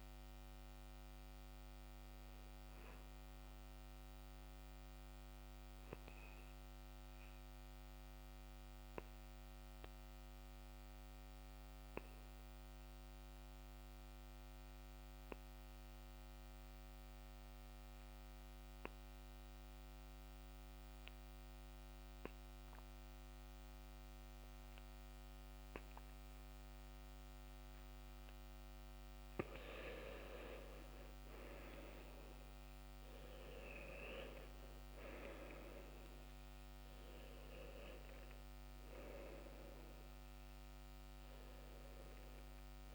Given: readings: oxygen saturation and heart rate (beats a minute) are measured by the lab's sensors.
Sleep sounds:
breathing in sleep by a microphone on the trachea; 1
0.00-16.00 s: oxygen desaturation (device-marked, oxygen 92% lowest, heart rate 64 extreme)
2.50-29.00 s: obstructive apnea (oxygen 97% before, 83% lowest, heart rate 69 before, 64 extreme, up 13 after)
30.00-33.50 s: arousal
30.00-41.00 s: oxygen desaturation (device-marked, oxygen 96% before, 91% lowest, heart rate 66 before, 64 extreme)
From the record:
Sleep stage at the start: N2 (light sleep); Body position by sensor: on the back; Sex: male

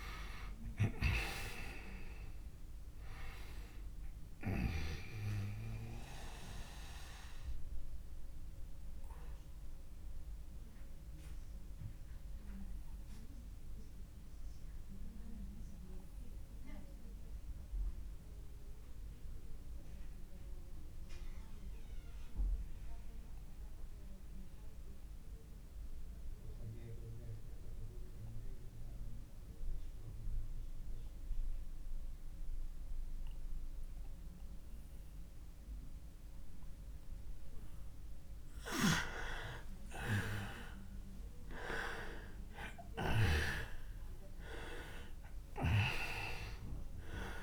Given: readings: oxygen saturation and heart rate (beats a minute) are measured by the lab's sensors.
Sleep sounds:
breathing in sleep by a room microphone; 1
0.00-25.50 s: oxygen desaturation (device-marked, oxygen 79% lowest)
5.50-36.00 s: obstructive apnea (oxygen 95% before, 79% lowest)
39.00-42.50 s: arousal
41.50-47.42 s: oxygen desaturation (device-marked, oxygen 99% before, 89% lowest)
From the record:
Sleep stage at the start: N2 (light sleep); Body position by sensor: on the back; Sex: male

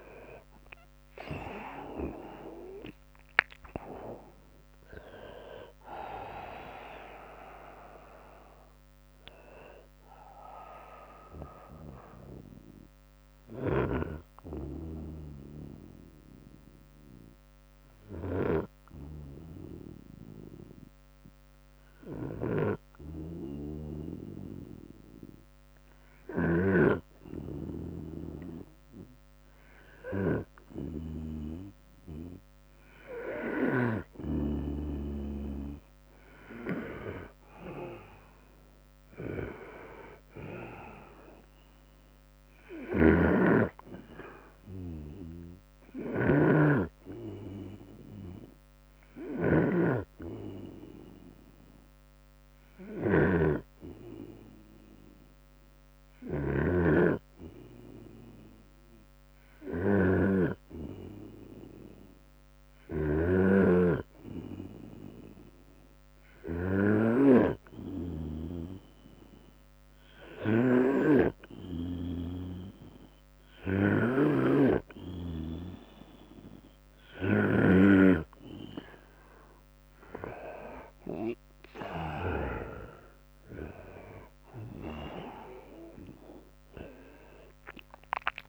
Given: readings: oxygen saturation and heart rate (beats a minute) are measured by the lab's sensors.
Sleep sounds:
breathing in sleep by a microphone on the trachea; 2
0.00-9.00 s: drop in pulse transit time (device-marked, heart rate 79 extreme)
5.50-26.00 s: hypopnea (oxygen 100% before, 95% lowest, heart rate 78 before, 70 extreme, up 9 after)
29.50-33.00 s: arousal
38.00-61.00 s: oxygen desaturation (device-marked, oxygen 100% before, 96% lowest, heart rate 76 before, 65 extreme)
42.00-66.50 s: snoring (device-marked)
47.50-63.00 s: hypopnea (oxygen 100% before, 94% lowest, heart rate 76 before, 65 extreme, up 3 after)
49.00-51.00 s: long interval between heartbeats (device-marked, heart rate 76 before, 72 extreme)
63.50-67.50 s: arousal
73.00-75.00 s: long interval between heartbeats (device-marked, heart rate 76 before, 65 extreme)
75.00-88.49 s: oxygen desaturation (device-marked, oxygen 99% before, 94% lowest, heart rate 75 before, 65 extreme)
83.00-88.49 s: drop in pulse transit time (device-marked, heart rate 72 before, 68 extreme)
From the record:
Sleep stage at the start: N2 (light sleep); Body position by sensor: on the right side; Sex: male

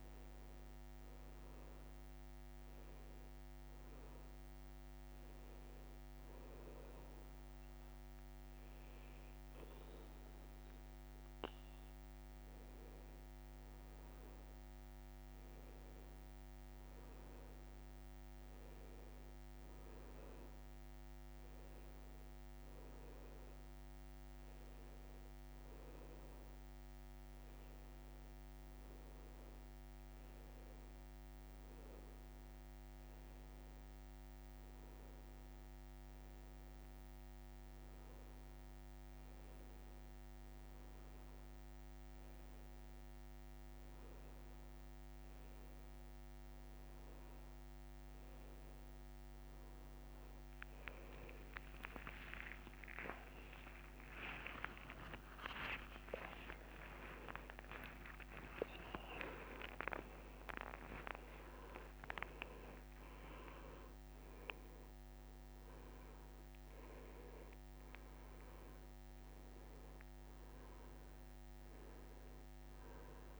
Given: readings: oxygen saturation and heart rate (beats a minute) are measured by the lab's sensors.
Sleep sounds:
a person partly awake in a sleep study, by a microphone on the trachea; 1
1.50-14.50 s: oxygen desaturation (device-marked, oxygen 93% before, 89% lowest, heart rate 115 before, 78 extreme)
4.50-14.50 s: hypopnea (oxygen 93% before, 89% lowest, heart rate 120 before, 78 extreme, up 41 after)
16.50-20.00 s: arousal
54.50-73.40 s: new sleep stage, awake
From the record:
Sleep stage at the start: N2 (light sleep); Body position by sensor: on the back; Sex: male

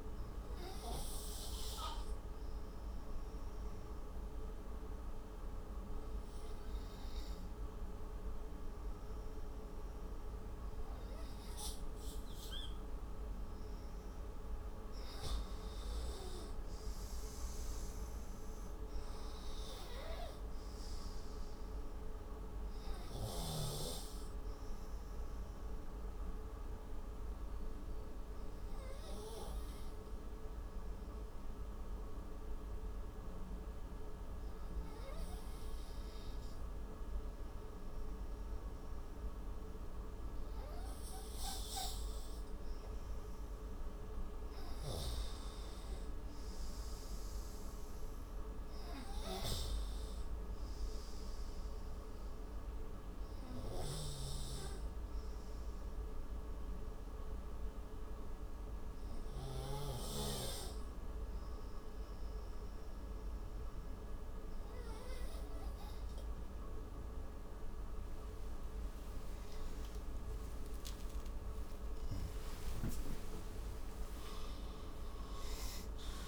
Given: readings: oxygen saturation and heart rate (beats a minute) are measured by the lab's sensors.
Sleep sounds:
breathing in sleep by a room microphone; 3
2.00-12.00 s: hypopnea (oxygen 97% before, 92% lowest)
14.50-17.50 s: arousal
27.00-40.50 s: hypopnea (oxygen 96% before, 92% lowest)
35.00-44.00 s: oxygen desaturation (device-marked, oxygen 95% before, 92% lowest)
42.50-45.50 s: arousal
57.00-69.00 s: hypopnea (oxygen 98% before, 93% lowest)
61.00-72.00 s: oxygen desaturation (device-marked, oxygen 96% before, 93% lowest)
70.00-75.00 s: arousal
From the record:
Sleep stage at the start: N2 (light sleep); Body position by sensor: on the right side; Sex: male

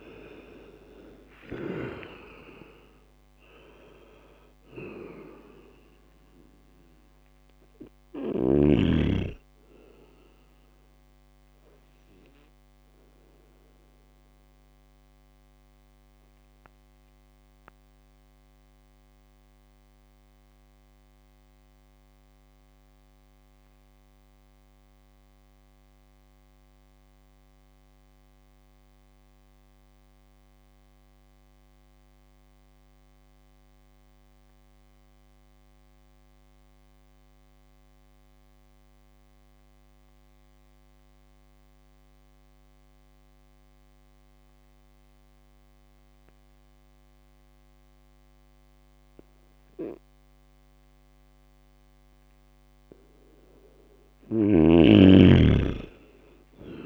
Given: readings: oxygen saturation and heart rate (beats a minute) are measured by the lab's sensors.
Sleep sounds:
breathing in sleep by a microphone on the trachea; 1
0.00-3.00 s: arousal
14.50-51.50 s: mixed apnea (oxygen 99% before, 95% lowest)
54.00-56.86 s: snoring (device-marked)
54.50-56.86 s: arousal
From the record:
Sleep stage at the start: N2 (light sleep); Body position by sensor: on the right side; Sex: male

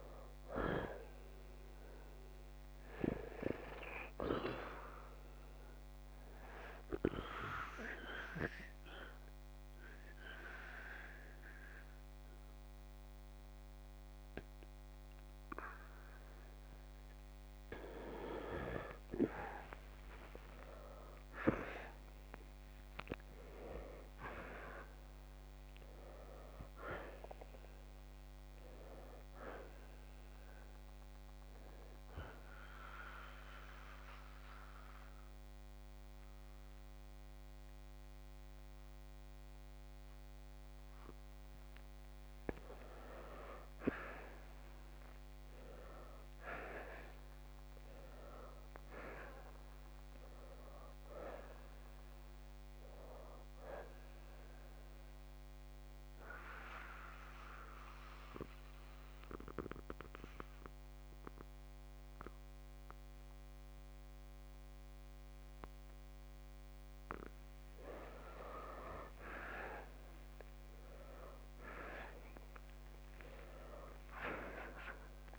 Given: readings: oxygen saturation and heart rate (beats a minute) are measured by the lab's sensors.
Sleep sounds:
breathing in sleep by a microphone on the trachea; 3
0.00-1.00 s: arousal
0.00-4.50 s: oxygen desaturation (device-marked, oxygen 86% lowest, heart rate 53 extreme)
6.50-17.00 s: obstructive apnea (oxygen 95% before, 84% lowest, heart rate 56 before, 53 extreme, up 8 after)
11.50-24.50 s: oxygen desaturation (device-marked, oxygen 95% before, 88% lowest, heart rate 57 before, 53 extreme)
18.50-22.50 s: arousal
32.50-42.50 s: mixed apnea (oxygen 95% before, 84% lowest, heart rate 60 before, 53 extreme, up 4 after)
36.50-51.50 s: oxygen desaturation (device-marked, oxygen 92% before, 84% lowest, heart rate 62 before, 50 extreme)
45.00-48.50 s: arousal
56.00-66.50 s: central apnea (oxygen 94% before, 84% lowest, heart rate 58 before, 50 extreme, up 6 after)
63.50-72.50 s: oxygen desaturation (device-marked, oxygen 94% before, 85% lowest, heart rate 60 before, 48 extreme)
70.50-74.00 s: arousal
From the record:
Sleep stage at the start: N2 (light sleep); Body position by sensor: on the left side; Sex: male

